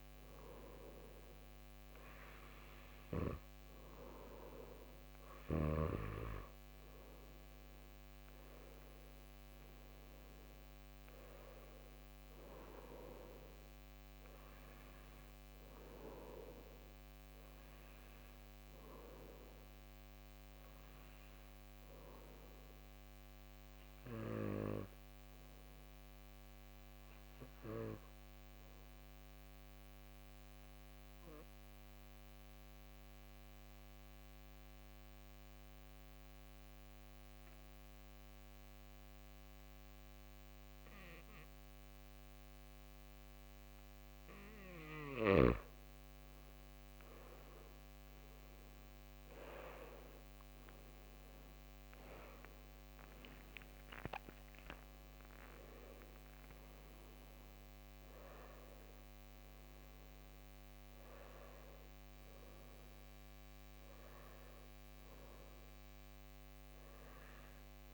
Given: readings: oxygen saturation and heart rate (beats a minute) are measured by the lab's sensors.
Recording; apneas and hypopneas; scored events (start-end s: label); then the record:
breathing in sleep by a microphone on the trachea; 1
4.50-31.50 s: oxygen desaturation (device-marked, oxygen 97% before, 93% lowest)
25.00-44.50 s: obstructive apnea (oxygen 97% before, 93% lowest)
47.50-53.00 s: arousal
52.50-64.50 s: oxygen desaturation (device-marked, oxygen 97% before, 93% lowest)
From the record:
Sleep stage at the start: N2 (light sleep); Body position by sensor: on the back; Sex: male